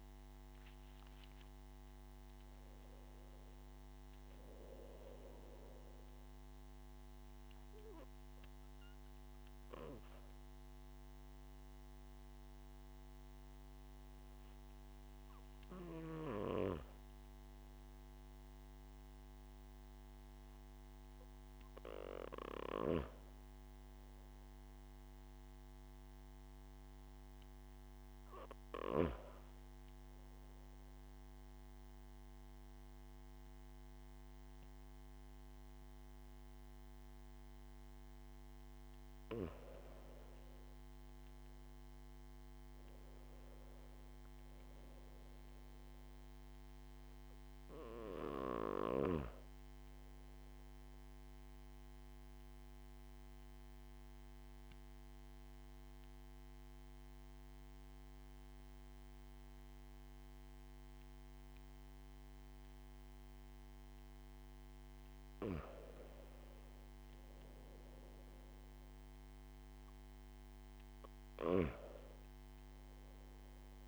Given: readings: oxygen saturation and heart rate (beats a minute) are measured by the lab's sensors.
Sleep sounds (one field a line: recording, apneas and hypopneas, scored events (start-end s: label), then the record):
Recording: breathing in sleep by a microphone on the trachea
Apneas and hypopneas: 1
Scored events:
45.50-49.00 s: arousal
52.50-64.50 s: obstructive apnea (oxygen 97% before, 94% lowest)
67.00-71.00 s: arousal
From the record:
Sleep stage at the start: N2 (light sleep)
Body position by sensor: on the back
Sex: male